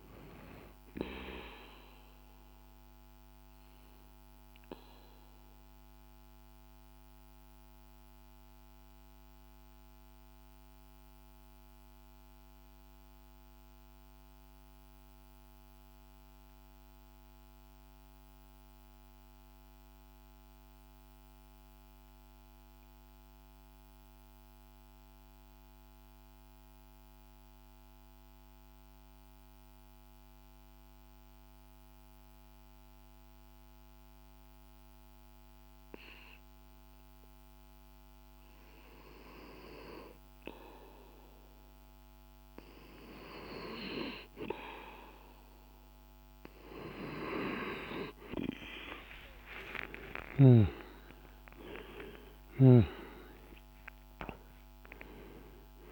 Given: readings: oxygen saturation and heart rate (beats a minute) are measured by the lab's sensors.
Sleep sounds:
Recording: breathing in sleep by a microphone on the trachea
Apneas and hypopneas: 1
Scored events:
0.00-14.00 s: oxygen desaturation (device-marked, oxygen 87% lowest, heart rate 46 extreme)
2.00-42.50 s: mixed apnea (oxygen 97% before, 87% lowest, heart rate 60 before, 48 extreme, up 22 after)
32.00-55.92 s: oxygen desaturation (device-marked, oxygen 99% before, 88% lowest, heart rate 50 before, 48 extreme)
47.00-52.50 s: arousal
From the record:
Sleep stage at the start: N2 (light sleep)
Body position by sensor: on the back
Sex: male

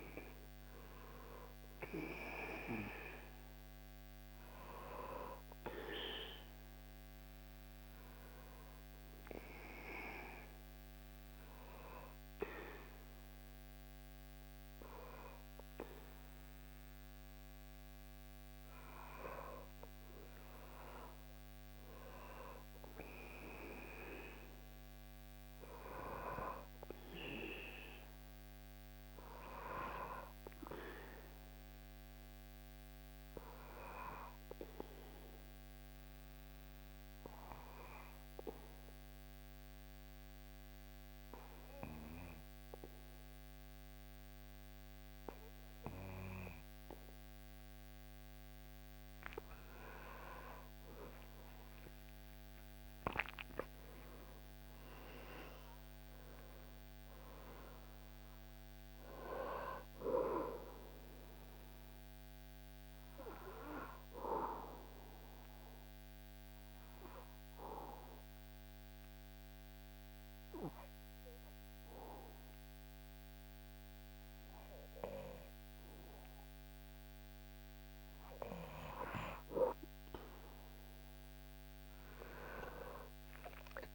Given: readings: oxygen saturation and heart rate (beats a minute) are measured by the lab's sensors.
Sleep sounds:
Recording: breathing in sleep by a microphone on the trachea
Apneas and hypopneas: 2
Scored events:
0.00-1.00 s: arousal
31.00-46.50 s: obstructive apnea (oxygen 98% before, 95% lowest, heart rate 69 before, 61 extreme, up 43 after)
50.00-54.00 s: arousal
62.00-78.00 s: obstructive apnea (oxygen 98% before, 95% lowest, heart rate 81 before, 64 extreme, up 8 after)
From the record:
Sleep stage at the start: N2 (light sleep)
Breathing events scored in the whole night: 488 in 6.6 hours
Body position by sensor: on the back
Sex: male

